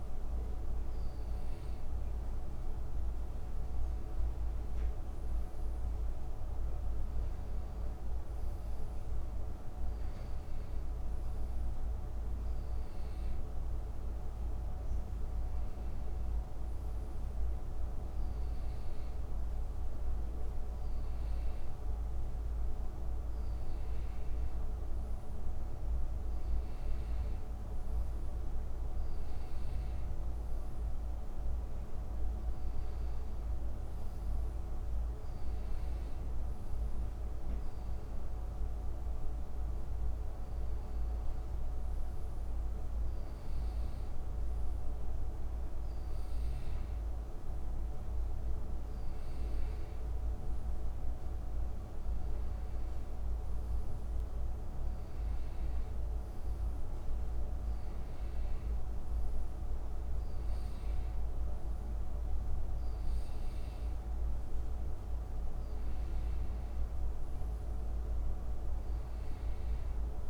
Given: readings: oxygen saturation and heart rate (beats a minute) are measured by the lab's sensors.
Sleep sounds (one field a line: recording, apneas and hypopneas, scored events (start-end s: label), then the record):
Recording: breathing in sleep, hard to hear, by a room microphone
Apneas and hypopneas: none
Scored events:
none scored
From the record:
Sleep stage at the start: N1 (lightest sleep)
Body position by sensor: on the back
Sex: male